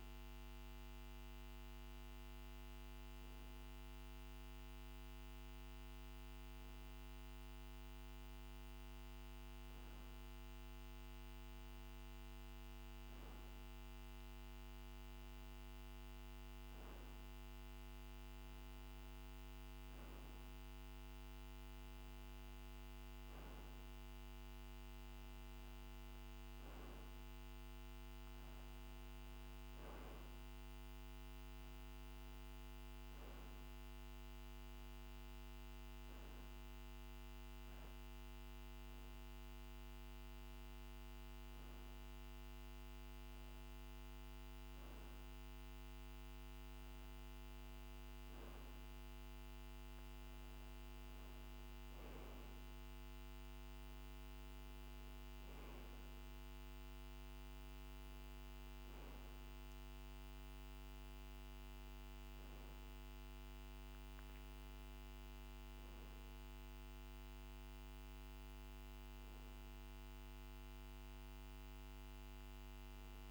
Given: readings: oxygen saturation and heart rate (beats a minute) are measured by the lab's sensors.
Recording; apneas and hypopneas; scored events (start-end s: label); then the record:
breathing in sleep, hard to hear, by a microphone on the trachea; none
37.00-73.31 s: new sleep stage, REM sleep
From the record:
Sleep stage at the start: N2 (light sleep); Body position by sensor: on the back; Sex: male